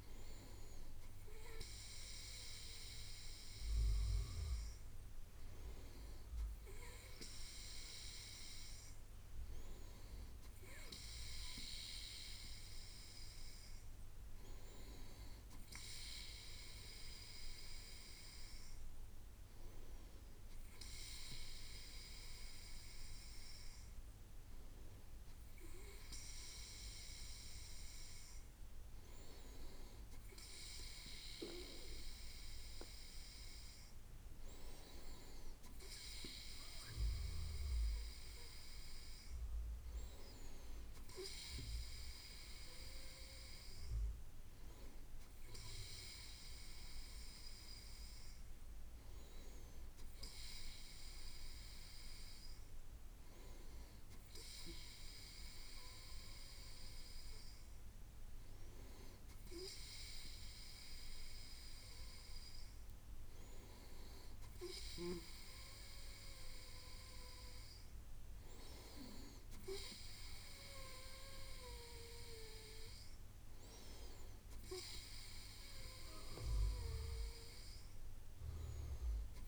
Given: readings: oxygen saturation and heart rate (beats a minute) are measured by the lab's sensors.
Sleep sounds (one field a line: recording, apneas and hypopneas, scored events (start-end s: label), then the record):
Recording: breathing in sleep by a room microphone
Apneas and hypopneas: none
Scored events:
none scored
From the record:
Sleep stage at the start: N2 (light sleep)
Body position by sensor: on the right side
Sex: male